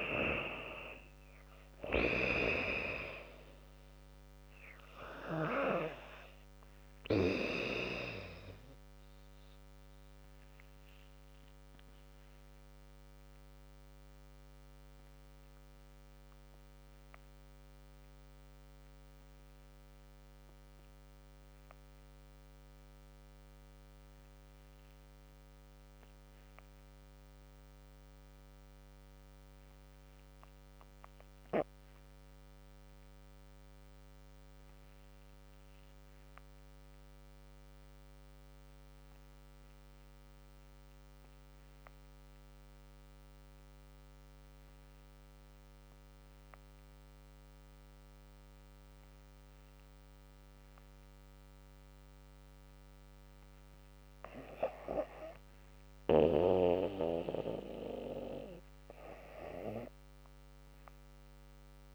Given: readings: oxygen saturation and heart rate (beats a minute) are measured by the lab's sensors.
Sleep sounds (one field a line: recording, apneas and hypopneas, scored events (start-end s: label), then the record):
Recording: breathing in sleep by a microphone on the trachea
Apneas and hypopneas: 1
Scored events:
0.00-10.00 s: drop in pulse transit time (device-marked, heart rate 79 extreme)
0.00-21.00 s: oxygen desaturation (device-marked, oxygen 98% before, 93% lowest, heart rate 75 before, 73 extreme)
10.00-52.00 s: obstructive apnea (oxygen 100% before, 79% lowest, heart rate 80 before, 72 extreme, up 3 after)
35.00-61.95 s: oxygen desaturation (device-marked, oxygen 99% before, 79% lowest, heart rate 76 before, 72 extreme)
37.00-47.00 s: drop in pulse transit time (device-marked, heart rate 76 before, 73 extreme)
54.50-58.50 s: arousal
From the record:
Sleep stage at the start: REM sleep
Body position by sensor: on the back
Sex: female